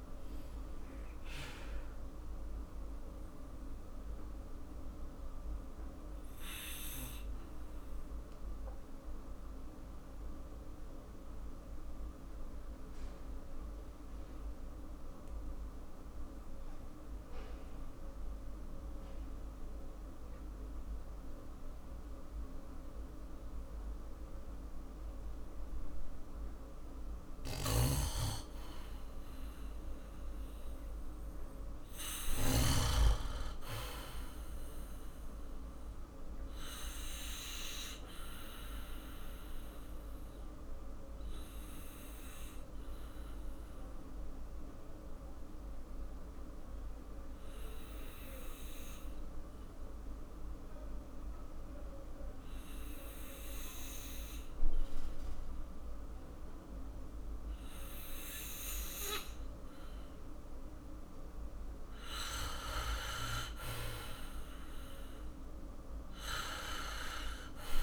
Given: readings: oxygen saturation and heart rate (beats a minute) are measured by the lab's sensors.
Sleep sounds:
breathing in sleep by a room microphone; 2
3.00-26.50 s: obstructive apnea (oxygen 97% before, 91% lowest, heart rate 59 before, 53 extreme, up 0 after)
13.50-26.50 s: oxygen desaturation (device-marked, oxygen 96% before, 91% lowest, heart rate 61 before, 53 extreme)
27.50-33.00 s: snoring (device-marked)
29.00-32.50 s: arousal
36.50-60.00 s: obstructive apnea (oxygen 99% before, 92% lowest, heart rate 57 before, 52 extreme, up 2 after)
45.50-61.50 s: oxygen desaturation (device-marked, oxygen 98% before, 92% lowest, heart rate 55 before, 52 extreme)
63.00-67.00 s: arousal
From the record:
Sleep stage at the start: N2 (light sleep); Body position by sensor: on the back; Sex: male

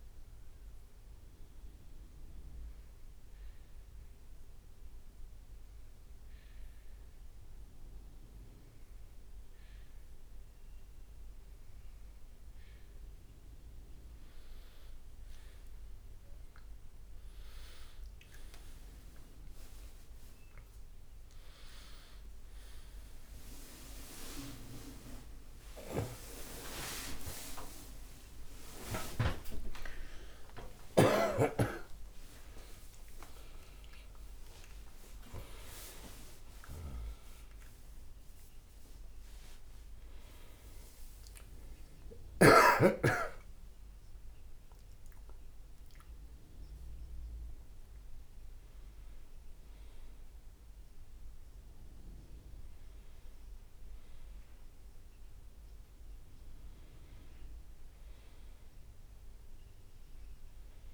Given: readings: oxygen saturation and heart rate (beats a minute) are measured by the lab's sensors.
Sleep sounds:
a person partly awake in a sleep study, by a room microphone; 1
0.00-6.00 s: leg movement (device-marked)
2.50-13.50 s: hypopnea (oxygen 98% before, 95% lowest, heart rate 69 before, 64 extreme, up 9 after)
7.50-15.00 s: leg movement (device-marked)
18.50-48.50 s: new sleep stage, awake
48.50-60.94 s: new sleep stage, N1 (lightest sleep)
From the record:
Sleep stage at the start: N2 (light sleep); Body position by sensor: on the right side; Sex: male

